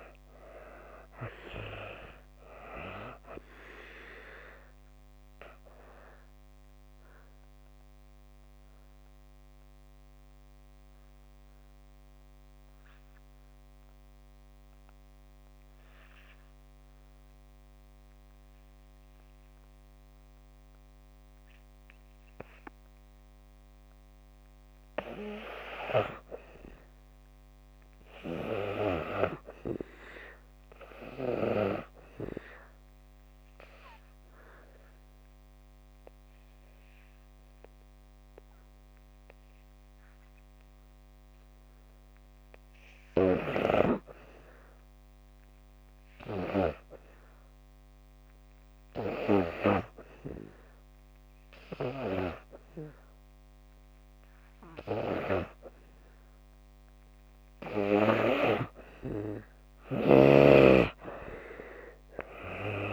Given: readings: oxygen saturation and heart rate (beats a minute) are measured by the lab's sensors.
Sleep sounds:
breathing in sleep by a microphone on the trachea; 2
0.00-26.50 s: oxygen desaturation (device-marked, oxygen 72% lowest)
5.50-24.00 s: obstructive apnea (oxygen 95% before, 72% lowest)
25.50-28.00 s: arousal
28.50-51.50 s: oxygen desaturation (device-marked, oxygen 96% before, 76% lowest)
32.50-43.00 s: obstructive apnea (oxygen 96% before, 76% lowest)
44.00-46.50 s: arousal
57.50-62.93 s: oxygen desaturation (device-marked, oxygen 86% before, 76% lowest)
60.00-62.93 s: snoring (device-marked)
From the record:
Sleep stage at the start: N2 (light sleep); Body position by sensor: on the back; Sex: female

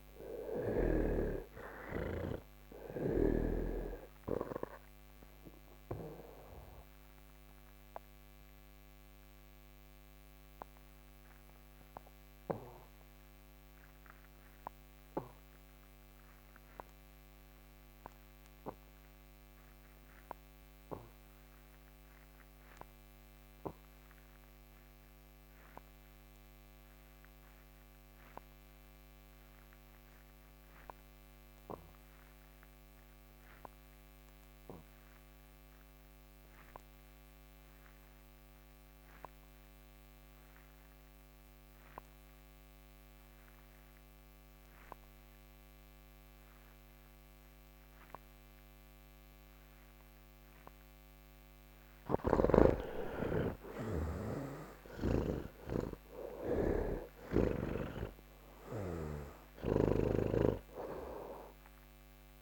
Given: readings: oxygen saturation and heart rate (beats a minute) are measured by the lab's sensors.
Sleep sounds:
breathing in sleep by a microphone on the trachea; 1
0.00-1.00 s: snoring (device-marked)
0.00-23.00 s: oxygen desaturation (device-marked, oxygen 62% lowest, heart rate 70 extreme)
4.00-51.50 s: obstructive apnea (oxygen 78% before, 62% lowest, heart rate 119 before, 90 extreme, up 58 after)
32.00-62.42 s: oxygen desaturation (device-marked, oxygen 96% before, 63% lowest, heart rate 137 before, 79 extreme)
From the record:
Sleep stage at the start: N3 (deep sleep); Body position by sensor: on the back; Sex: male

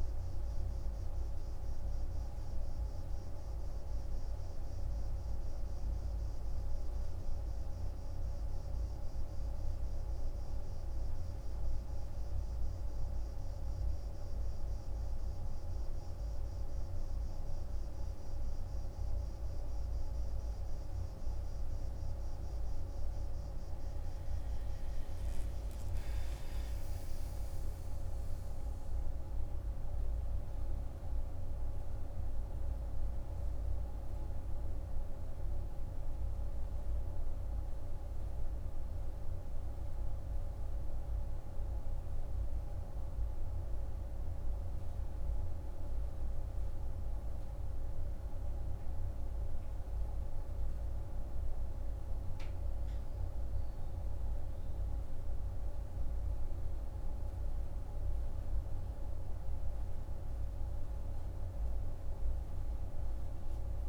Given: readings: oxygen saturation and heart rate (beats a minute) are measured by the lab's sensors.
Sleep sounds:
a person awake in a sleep study, hard to hear, by a room microphone; none
none scored
From the record:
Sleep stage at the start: awake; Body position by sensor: on the right side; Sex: male

